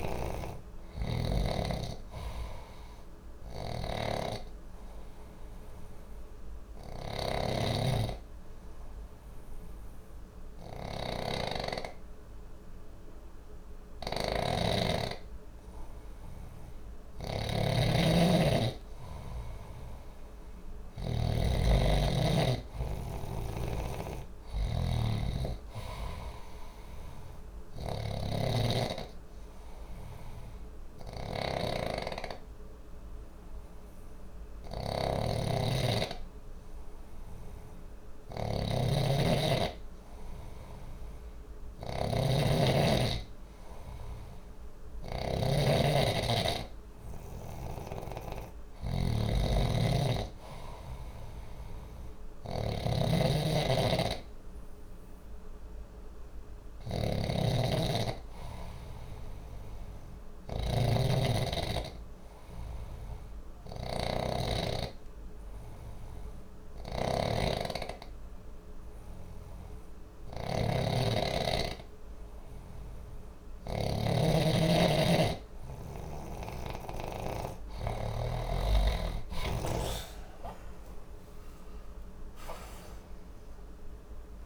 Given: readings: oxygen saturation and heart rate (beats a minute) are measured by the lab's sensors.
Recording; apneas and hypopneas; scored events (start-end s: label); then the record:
breathing in sleep by a room microphone; 3
0.00-21.00 s: snoring (device-marked)
4.50-16.00 s: hypopnea (oxygen 94% before, 92% lowest, heart rate 60 before, 59 extreme, up 0 after)
18.50-21.50 s: arousal
23.00-78.00 s: snoring (device-marked)
27.00-37.50 s: hypopnea (oxygen 94% before, 93% lowest, heart rate 60 before, 60 extreme, up 0 after)
39.50-42.00 s: arousal
63.00-74.00 s: hypopnea (oxygen 95% before, 92% lowest, heart rate 60 before, 59 extreme, up 2 after)
80.50-84.46 s: arousal
From the record:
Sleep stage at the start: N2 (light sleep); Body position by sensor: on the back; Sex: male